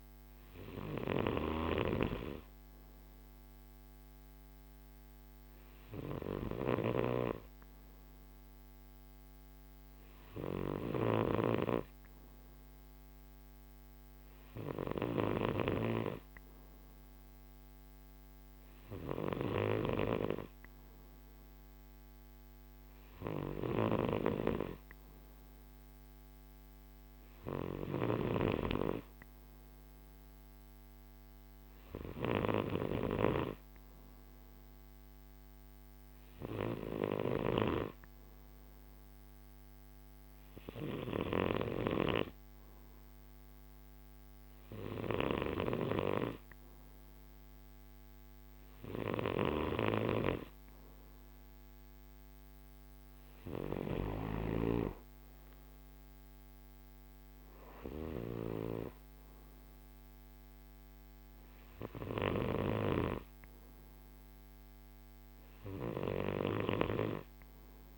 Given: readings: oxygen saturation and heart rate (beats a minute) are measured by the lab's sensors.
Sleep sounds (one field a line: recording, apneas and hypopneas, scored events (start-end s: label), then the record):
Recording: breathing in sleep by a microphone on the trachea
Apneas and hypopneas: none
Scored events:
none scored
From the record:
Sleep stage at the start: N2 (light sleep)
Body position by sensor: on the right side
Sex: male